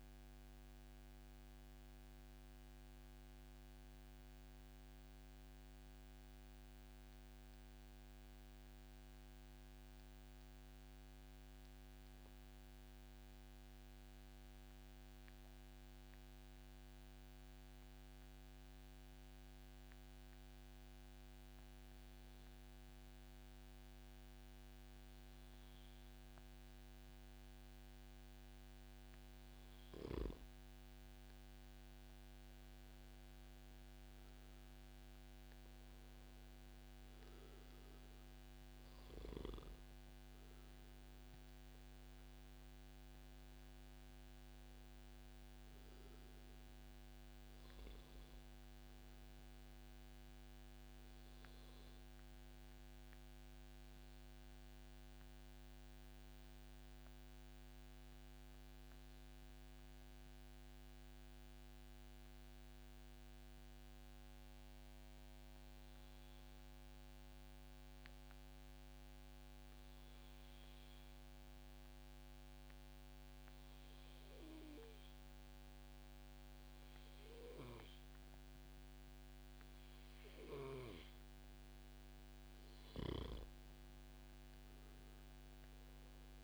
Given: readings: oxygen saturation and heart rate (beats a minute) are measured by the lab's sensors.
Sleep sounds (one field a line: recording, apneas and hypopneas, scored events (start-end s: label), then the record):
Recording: breathing in sleep, hard to hear, by a microphone on the trachea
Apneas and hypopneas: 2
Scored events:
0.00-10.00 s: oxygen desaturation (device-marked, oxygen 91% lowest, heart rate 107 extreme)
10.00-13.00 s: arousal
14.00-27.50 s: mixed apnea (oxygen 98% before, 93% lowest, heart rate 134 before, 141 extreme, up 1 after)
30.00-33.50 s: arousal
37.00-62.00 s: oxygen desaturation (device-marked, oxygen 97% before, 93% lowest, heart rate 143 before, 97 extreme)
51.50-81.00 s: obstructive apnea (oxygen 97% before, 91% lowest, heart rate 142 before, 97 extreme, up 10 after)
81.50-85.50 s: arousal
From the record:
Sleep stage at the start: N2 (light sleep)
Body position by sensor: on the back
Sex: male